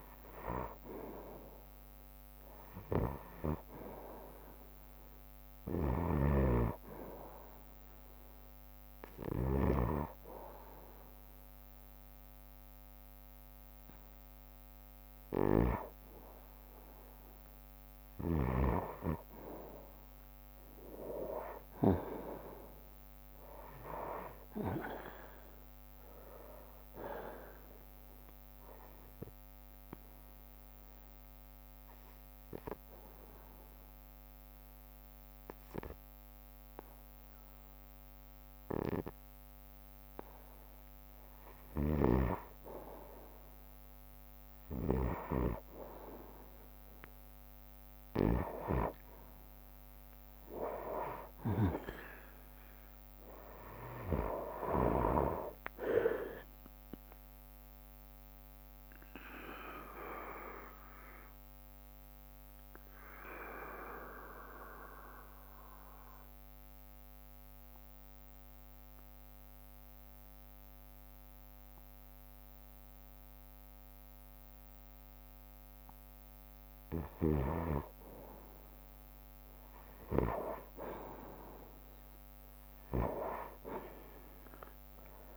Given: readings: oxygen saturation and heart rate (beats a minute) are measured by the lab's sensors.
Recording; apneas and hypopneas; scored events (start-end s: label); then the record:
breathing in sleep by a microphone on the trachea; 3
0.00-3.50 s: arousal
0.50-12.50 s: drop in pulse transit time (device-marked, heart rate 62 before, 62 extreme)
6.00-10.00 s: snoring (device-marked)
8.00-19.50 s: hypopnea (oxygen 96% before, 92% lowest, heart rate 62 before, 60 extreme, up 6 after)
22.00-26.50 s: arousal
24.50-35.50 s: drop in pulse transit time (device-marked, heart rate 62 before, 64 extreme)
29.50-42.00 s: obstructive apnea (oxygen 96% before, 92% lowest, heart rate 63 before, 60 extreme, up 3 after)
49.50-53.50 s: arousal
54.50-71.50 s: drop in pulse transit time (device-marked, heart rate 63 before, 60 extreme)
58.50-76.00 s: obstructive apnea (oxygen 96% before, 91% lowest, heart rate 64 before, 60 extreme, up 3 after)
79.50-85.37 s: oxygen desaturation (device-marked, oxygen 95% before, 92% lowest, heart rate 62 before, 59 extreme)
83.50-85.37 s: arousal
From the record:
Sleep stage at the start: N2 (light sleep); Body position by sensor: on the right side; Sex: male